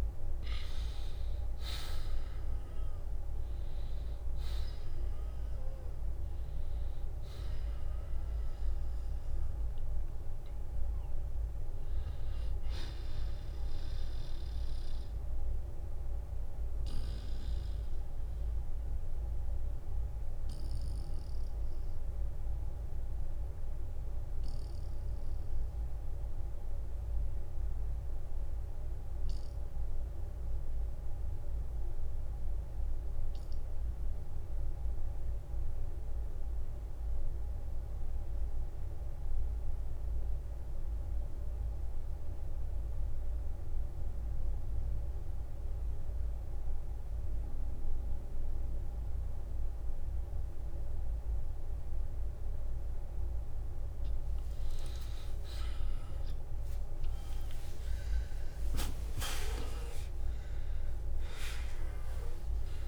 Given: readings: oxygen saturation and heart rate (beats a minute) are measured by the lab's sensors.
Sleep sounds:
breathing in sleep, hard to hear, by a room microphone; 1
0.00-33.50 s: oxygen desaturation (device-marked, oxygen 79% lowest, heart rate 44 extreme)
15.50-53.00 s: obstructive apnea (oxygen 95% before, 78% lowest, heart rate 63 before, 44 extreme, up 23 after)
27.00-29.00 s: long interval between heartbeats (device-marked, heart rate 62 before, 55 extreme)
47.50-62.88 s: oxygen desaturation (device-marked, oxygen 95% before, 78% lowest, heart rate 50 before, 43 extreme)
55.00-58.50 s: arousal
61.00-62.88 s: long interval between heartbeats (device-marked, heart rate 48 before, 67 extreme)
From the record:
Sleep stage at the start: N2 (light sleep); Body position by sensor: on the back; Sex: male

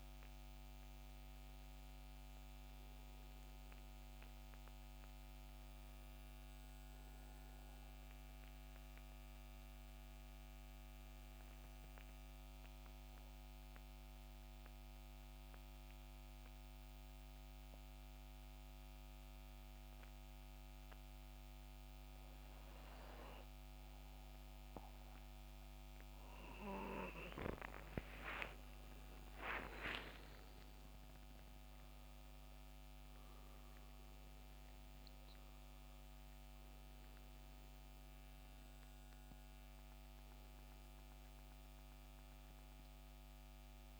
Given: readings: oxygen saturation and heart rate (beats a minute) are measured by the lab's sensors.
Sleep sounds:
breathing in sleep by a microphone on the trachea; 1
0.00-15.50 s: oxygen desaturation (device-marked, oxygen 85% lowest, heart rate 67 extreme)
11.00-24.50 s: mixed apnea (oxygen 91% before, 84% lowest, heart rate 77 before, 67 extreme, up 10 after)
27.50-31.50 s: arousal
27.50-44.00 s: oxygen desaturation (device-marked, oxygen 93% before, 84% lowest, heart rate 69 before, 64 extreme)
From the record:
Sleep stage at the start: N2 (light sleep); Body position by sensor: on the back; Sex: male

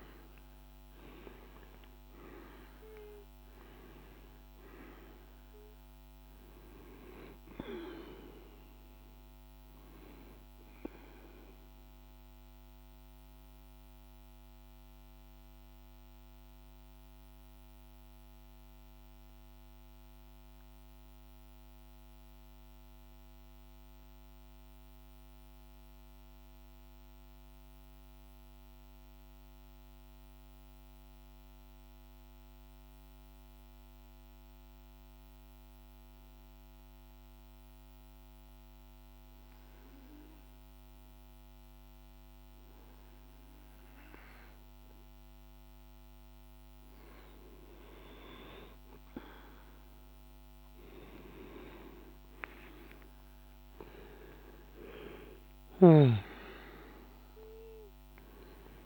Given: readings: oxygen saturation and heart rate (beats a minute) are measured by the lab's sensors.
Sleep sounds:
breathing in sleep by a microphone on the trachea; 1
0.00-19.00 s: oxygen desaturation (device-marked, oxygen 90% lowest, heart rate 48 extreme)
10.00-45.50 s: mixed apnea (oxygen 98% before, 88% lowest, heart rate 55 before, 48 extreme, up 3 after)
35.00-58.86 s: oxygen desaturation (device-marked, oxygen 99% before, 88% lowest, heart rate 49 before, 49 extreme)
49.50-54.50 s: arousal
54.50-58.50 s: snoring (device-marked)
From the record:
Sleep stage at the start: N2 (light sleep); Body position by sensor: on the right side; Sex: male

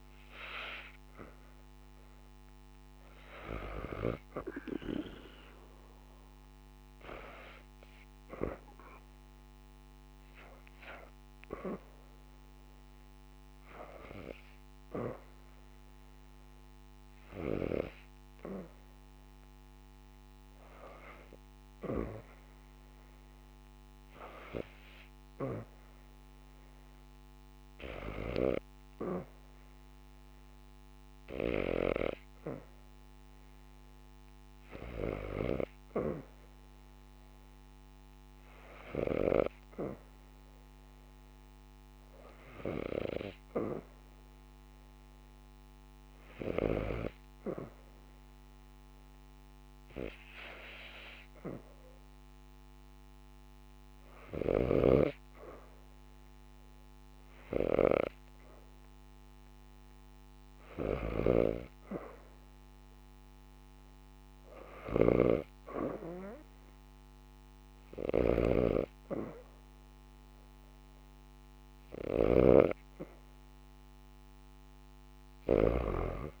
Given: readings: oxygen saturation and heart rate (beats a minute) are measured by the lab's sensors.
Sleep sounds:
breathing in sleep by a microphone on the trachea; none
0.00-8.50 s: oxygen desaturation (device-marked, oxygen 82% lowest, heart rate 79 extreme)
60.50-75.50 s: snoring (device-marked)
72.50-76.40 s: new sleep stage, N2 (light sleep)
From the record:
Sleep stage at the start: REM sleep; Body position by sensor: on the back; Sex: female

